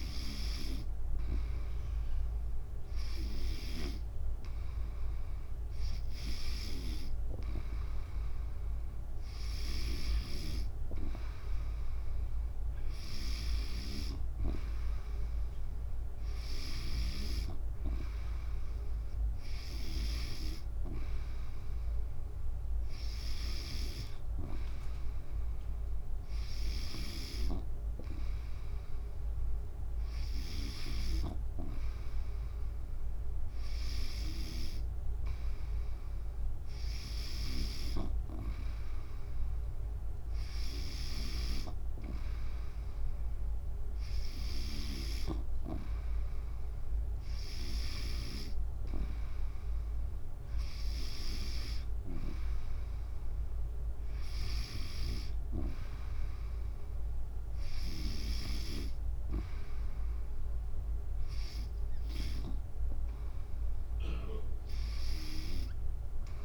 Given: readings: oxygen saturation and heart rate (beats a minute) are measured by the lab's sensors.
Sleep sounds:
breathing in sleep by a room microphone; none
0.00-10.00 s: snoring (device-marked)
16.50-20.50 s: snoring (device-marked)
26.50-31.00 s: snoring (device-marked)
37.00-41.50 s: snoring (device-marked)
58.00-66.45 s: snoring (device-marked)
From the record:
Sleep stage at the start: N2 (light sleep); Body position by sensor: on the back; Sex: female

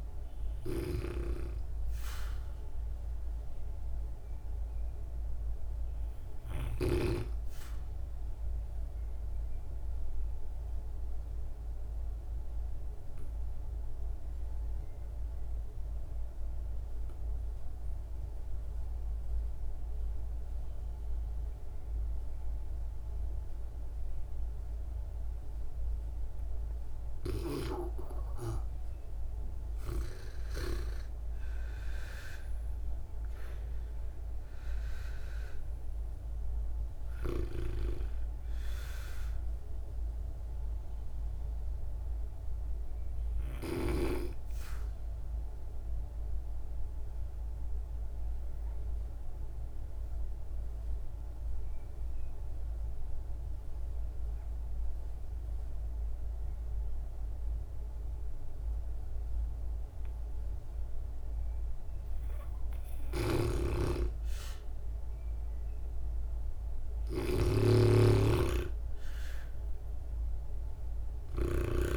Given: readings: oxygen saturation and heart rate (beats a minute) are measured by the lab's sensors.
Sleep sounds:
breathing in sleep by a room microphone; 2
0.00-6.50 s: snoring (device-marked)
7.50-25.00 s: obstructive apnea (oxygen 97% before, 87% lowest, heart rate 62 before, 54 extreme, up 13 after)
24.50-56.50 s: oxygen desaturation (device-marked, oxygen 97% before, 87% lowest, heart rate 59 before, 54 extreme)
28.50-33.00 s: arousal
45.50-61.50 s: obstructive apnea (oxygen 97% before, 87% lowest, heart rate 61 before, 53 extreme, up 3 after)
62.50-71.97 s: snoring (device-marked)
64.50-68.50 s: arousal
68.50-71.97 s: oxygen desaturation (device-marked, oxygen 99% before, 92% lowest, heart rate 58 before, 52 extreme)
From the record:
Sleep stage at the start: REM sleep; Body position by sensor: on the back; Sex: female

